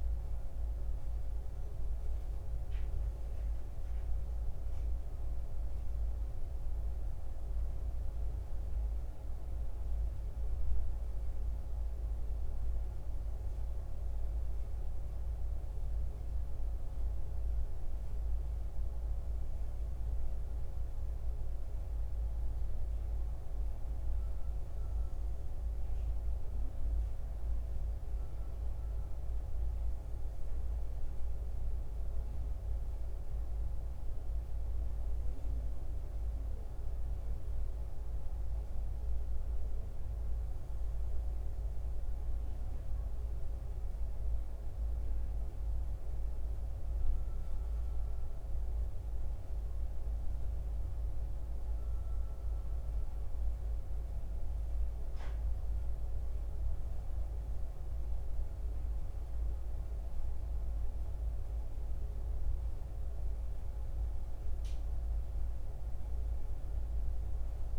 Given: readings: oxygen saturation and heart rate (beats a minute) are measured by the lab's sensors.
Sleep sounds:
breathing in sleep, hard to hear, by a room microphone; none
13.50-34.50 s: oxygen desaturation (device-marked, oxygen 93% before, 89% lowest, heart rate 73 before, 72 extreme)
From the record:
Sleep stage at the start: N1 (lightest sleep); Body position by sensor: on the back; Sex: male

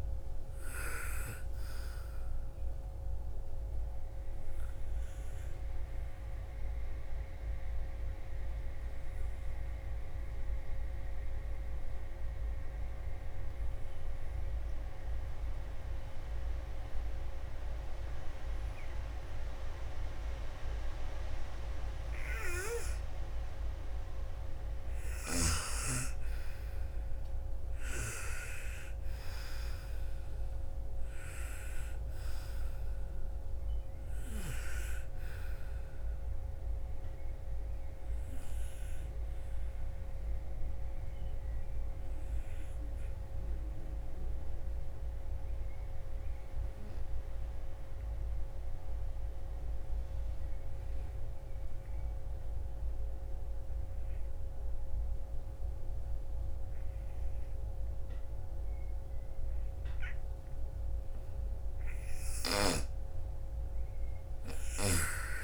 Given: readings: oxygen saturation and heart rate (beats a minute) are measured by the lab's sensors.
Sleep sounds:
breathing in sleep by a room microphone; 2
0.00-14.00 s: oxygen desaturation (device-marked, oxygen 80% lowest, heart rate 38 extreme)
3.00-23.00 s: obstructive apnea (oxygen 99% before, 80% lowest, heart rate 51 before, 47 extreme, up 22 after)
25.50-28.50 s: arousal
30.00-44.00 s: oxygen desaturation (device-marked, oxygen 98% before, 89% lowest, heart rate 56 before, 43 extreme)
36.00-60.00 s: obstructive apnea (oxygen 99% before, 82% lowest, heart rate 60 before, 43 extreme, up 14 after)
57.00-65.44 s: oxygen desaturation (device-marked, oxygen 98% before, 82% lowest, heart rate 60 before, 39 extreme)
61.50-65.00 s: arousal
61.50-65.44 s: snoring (device-marked)
From the record:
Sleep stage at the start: N2 (light sleep); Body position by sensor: on the right side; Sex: female

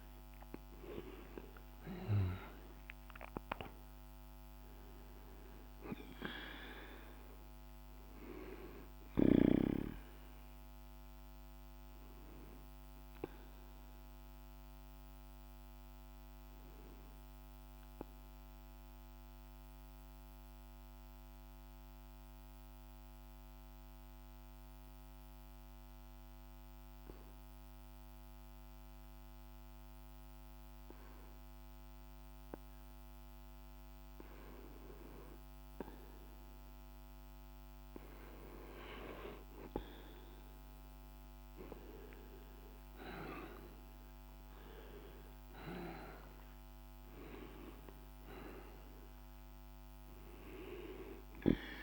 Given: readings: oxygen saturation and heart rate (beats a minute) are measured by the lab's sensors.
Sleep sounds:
breathing in sleep by a microphone on the trachea; 1
0.00-2.50 s: arousal
0.00-23.50 s: oxygen desaturation (device-marked, oxygen 92% lowest, heart rate 47 extreme)
13.50-38.50 s: mixed apnea (oxygen 99% before, 90% lowest, heart rate 52 before, 48 extreme, up 5 after)
35.50-51.83 s: oxygen desaturation (device-marked, oxygen 99% before, 91% lowest, heart rate 49 before, 48 extreme)
40.50-44.50 s: arousal
From the record:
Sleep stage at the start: N2 (light sleep); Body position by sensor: on the back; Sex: male

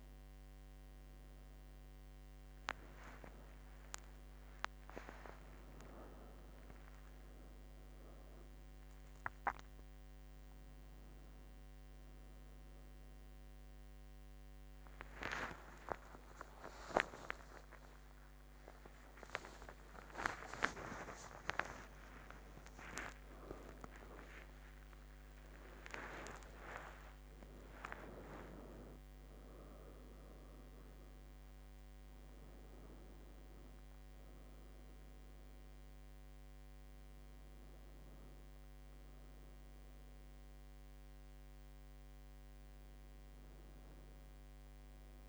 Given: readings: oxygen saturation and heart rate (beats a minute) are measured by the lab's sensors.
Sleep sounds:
a person awake in a sleep study, by a microphone on the trachea; none
none scored
From the record:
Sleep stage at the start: awake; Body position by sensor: on the right side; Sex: female

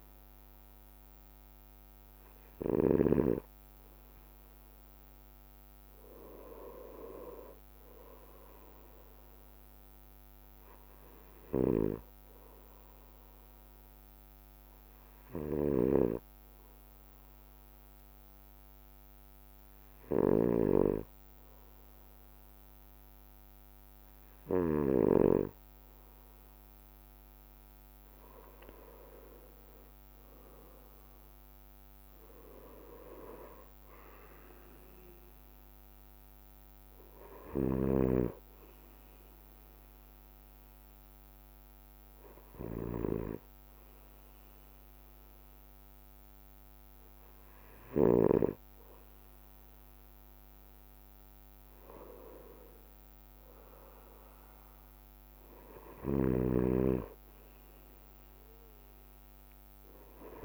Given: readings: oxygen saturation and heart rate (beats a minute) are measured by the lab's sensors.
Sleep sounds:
breathing in sleep by a microphone on the trachea; 2
0.00-3.50 s: snoring (device-marked)
0.00-28.00 s: bradycardia (device-marked, heart rate 55 extreme)
11.50-25.00 s: snoring (device-marked)
14.00-26.50 s: hypopnea (oxygen 95% before, 93% lowest, heart rate 57 before, 54 extreme, up 6 after)
29.00-33.00 s: arousal
29.00-40.00 s: drop in pulse transit time (device-marked, heart rate 57 before, 54 extreme)
33.00-53.00 s: bradycardia (device-marked, heart rate 58 before, 54 extreme)
40.50-51.00 s: hypopnea (oxygen 95% before, 93% lowest, heart rate 57 before, 54 extreme, up 6 after)
53.00-60.45 s: drop in pulse transit time (device-marked, heart rate 56 before, 57 extreme)
54.50-58.50 s: arousal
56.00-60.45 s: snoring (device-marked)
57.00-60.45 s: bradycardia (device-marked, heart rate 58 before, 54 extreme)
From the record:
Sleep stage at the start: N2 (light sleep); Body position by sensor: on the right side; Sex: male

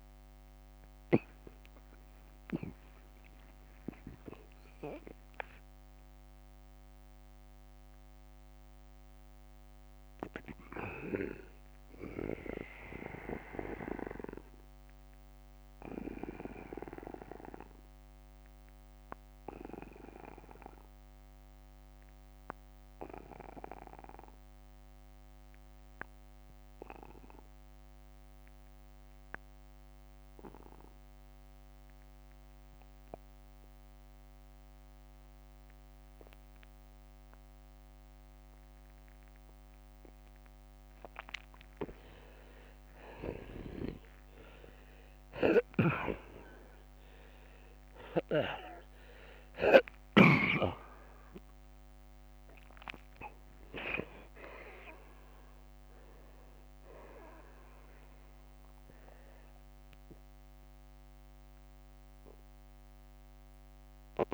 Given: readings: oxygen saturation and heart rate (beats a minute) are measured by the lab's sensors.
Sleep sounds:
breathing in sleep by a microphone on the trachea; 1
0.50-4.50 s: arousal
6.00-40.50 s: mixed apnea (oxygen 96% before, 79% lowest, heart rate 84 before, 41 extreme, up 22 after)
12.50-14.50 s: long interval between heartbeats (device-marked, heart rate 74 before, 55 extreme)
12.50-27.50 s: oxygen desaturation (device-marked, oxygen 93% before, 84% lowest, heart rate 74 before, 41 extreme)
17.50-19.50 s: long interval between heartbeats (device-marked, heart rate 66 before, 52 extreme)
42.00-45.50 s: arousal
45.00-49.50 s: snoring (device-marked)
49.50-51.50 s: long interval between heartbeats (device-marked, heart rate 60 before, 84 extreme)
50.50-64.34 s: new sleep stage, N1 (lightest sleep)
51.50-64.34 s: oxygen desaturation (device-marked, oxygen 93% before, 79% lowest, heart rate 64 before, 42 extreme)
From the record:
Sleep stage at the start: N2 (light sleep); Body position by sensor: on the back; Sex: male

